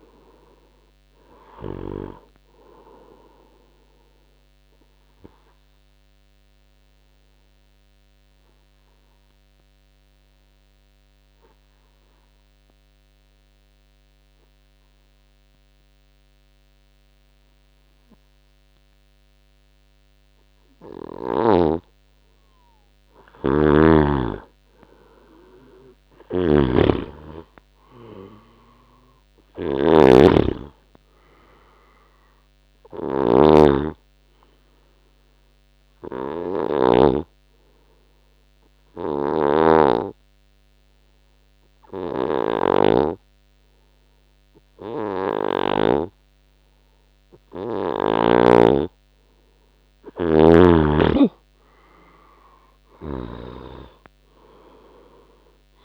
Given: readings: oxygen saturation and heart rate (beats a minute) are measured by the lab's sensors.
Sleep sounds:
breathing in sleep by a microphone on the trachea; 2
0.00-19.00 s: oxygen desaturation (device-marked, oxygen 97% before, 90% lowest, heart rate 71 before, 60 extreme)
4.50-21.50 s: obstructive apnea (oxygen 98% before, 90% lowest, heart rate 73 before, 60 extreme, up 14 after)
24.50-27.50 s: arousal
26.50-37.50 s: snoring (device-marked)
27.00-46.00 s: oxygen desaturation (device-marked, oxygen 98% before, 90% lowest, heart rate 64 before, 68 extreme)
36.50-49.50 s: obstructive apnea (oxygen 98% before, 90% lowest, heart rate 71 before, 68 extreme, up 10 after)
39.50-46.50 s: snoring (device-marked)
51.00-54.00 s: arousal
51.00-55.85 s: oxygen desaturation (device-marked, oxygen 97% before, 90% lowest, heart rate 73 before, 68 extreme)
From the record:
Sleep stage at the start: N2 (light sleep); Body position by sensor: on the right side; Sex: male

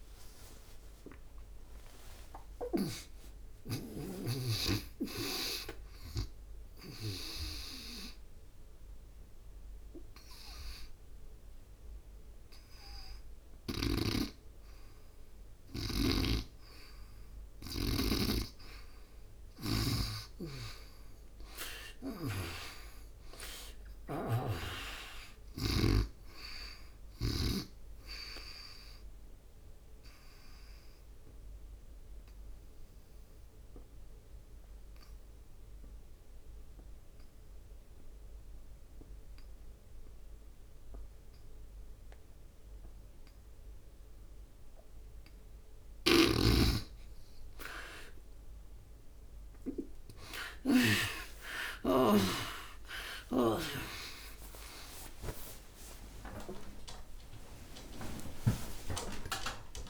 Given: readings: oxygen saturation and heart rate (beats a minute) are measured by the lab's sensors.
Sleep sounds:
a person partly awake in a sleep study, by a room microphone; 2
0.00-1.50 s: arousal
0.00-3.50 s: snoring (device-marked)
0.00-15.00 s: oxygen desaturation (device-marked, oxygen 78% lowest, heart rate 65 extreme)
7.00-17.00 s: obstructive apnea (oxygen 98% before, 78% lowest, heart rate 79 before, 64 extreme, up 13 after)
15.50-19.50 s: snoring (device-marked)
20.00-24.50 s: arousal
21.50-25.50 s: snoring (device-marked)
23.00-37.00 s: oxygen desaturation (device-marked, oxygen 96% before, 87% lowest, heart rate 83 before, 61 extreme)
29.00-45.00 s: obstructive apnea (oxygen 96% before, 79% lowest, heart rate 80 before, 61 extreme, up 23 after)
38.00-59.90 s: new sleep stage, awake
43.00-59.90 s: oxygen desaturation (device-marked, oxygen 96% before, 79% lowest, heart rate 77 before, 69 extreme)
From the record:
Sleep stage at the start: N2 (light sleep); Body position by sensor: on the back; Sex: female

